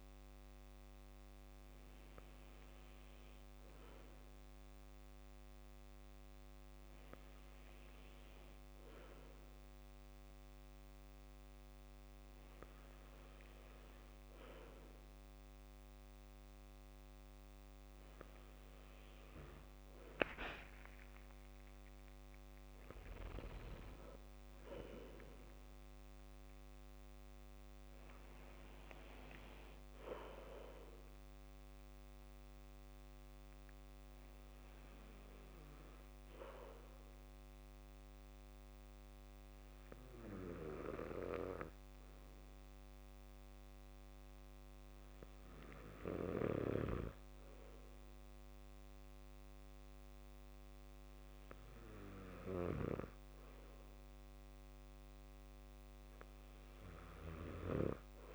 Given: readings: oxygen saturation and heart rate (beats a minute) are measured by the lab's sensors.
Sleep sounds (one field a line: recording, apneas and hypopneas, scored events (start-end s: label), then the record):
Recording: breathing in sleep by a microphone on the trachea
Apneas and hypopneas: 1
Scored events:
20.50-22.50 s: long interval between heartbeats (device-marked, heart rate 66 before, 77 extreme)
21.00-25.00 s: arousal
33.50-52.50 s: hypopnea (oxygen 95% before, 91% lowest, heart rate 68 before, 56 extreme, up 3 after)
From the record:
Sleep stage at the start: N2 (light sleep)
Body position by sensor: on the back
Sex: male